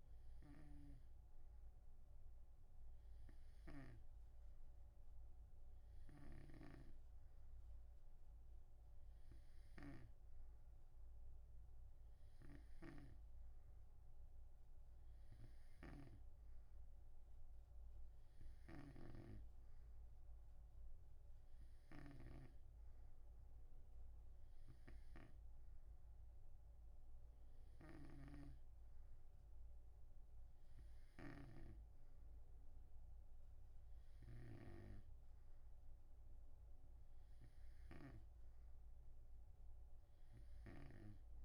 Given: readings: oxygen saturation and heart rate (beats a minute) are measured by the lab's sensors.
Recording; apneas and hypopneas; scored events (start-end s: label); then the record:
breathing in sleep by a room microphone; none
6.50-41.45 s: snoring (device-marked)
From the record:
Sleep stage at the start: N2 (light sleep); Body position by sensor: on the right side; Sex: male